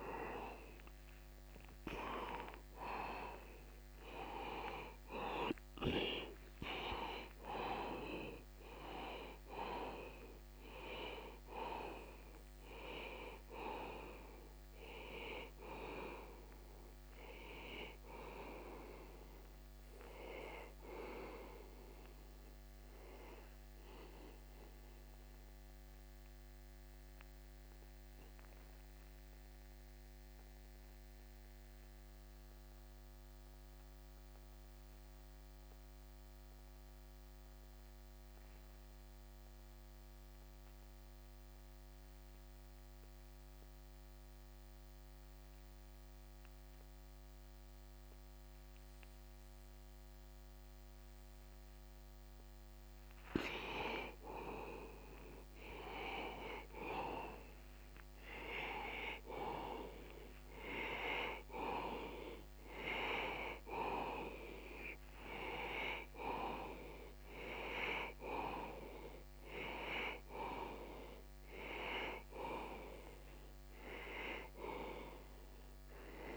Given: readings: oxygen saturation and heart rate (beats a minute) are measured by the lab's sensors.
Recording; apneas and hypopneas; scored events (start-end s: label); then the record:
breathing in sleep by a microphone on the trachea; 1
0.00-39.50 s: oxygen desaturation (device-marked, oxygen 82% lowest, heart rate 61 extreme)
22.50-53.50 s: mixed apnea (oxygen 95% before, 81% lowest, heart rate 69 before, 61 extreme, up 27 after)
55.50-59.50 s: arousal
56.50-74.50 s: oxygen desaturation (device-marked, oxygen 97% before, 89% lowest, heart rate 70 before, 61 extreme)
From the record:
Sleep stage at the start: N2 (light sleep); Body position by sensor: on the back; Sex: male